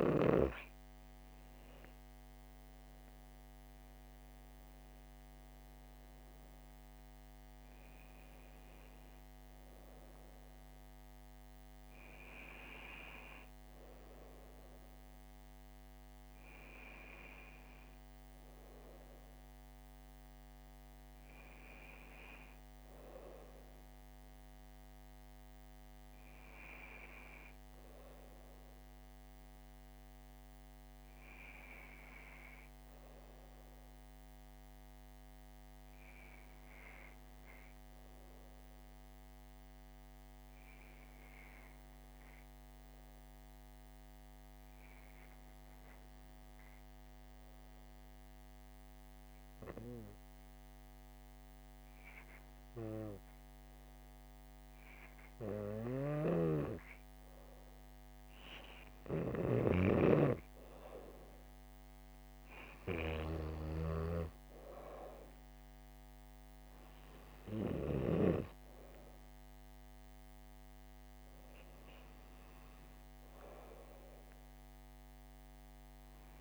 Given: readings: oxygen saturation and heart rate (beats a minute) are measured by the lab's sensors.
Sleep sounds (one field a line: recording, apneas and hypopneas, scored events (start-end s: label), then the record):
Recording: breathing in sleep by a microphone on the trachea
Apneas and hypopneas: 1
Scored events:
32.50-57.50 s: hypopnea (oxygen 98% before, 95% lowest, heart rate 66 before, 64 extreme, up 4 after)
58.50-62.50 s: arousal
59.50-68.50 s: snoring (device-marked)
From the record:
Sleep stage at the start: N2 (light sleep)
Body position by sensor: on the back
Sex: female